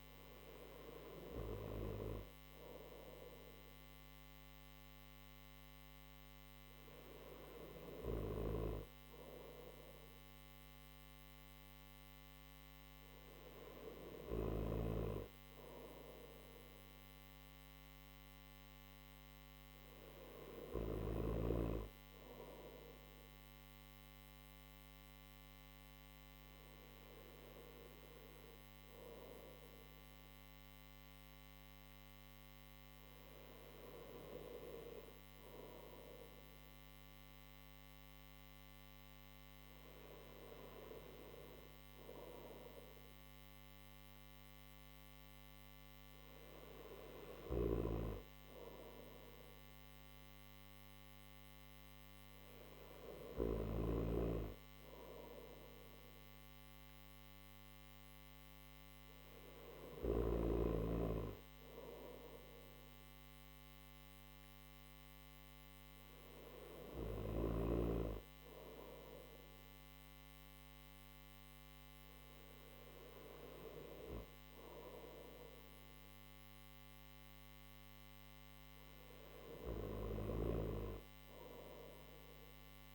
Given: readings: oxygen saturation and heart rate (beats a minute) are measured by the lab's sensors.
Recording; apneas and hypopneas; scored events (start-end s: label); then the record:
breathing in sleep by a microphone on the trachea; none
1.00-82.95 s: new sleep stage, N1 (lightest sleep)
From the record:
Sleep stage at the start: N3 (deep sleep); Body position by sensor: on the right side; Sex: male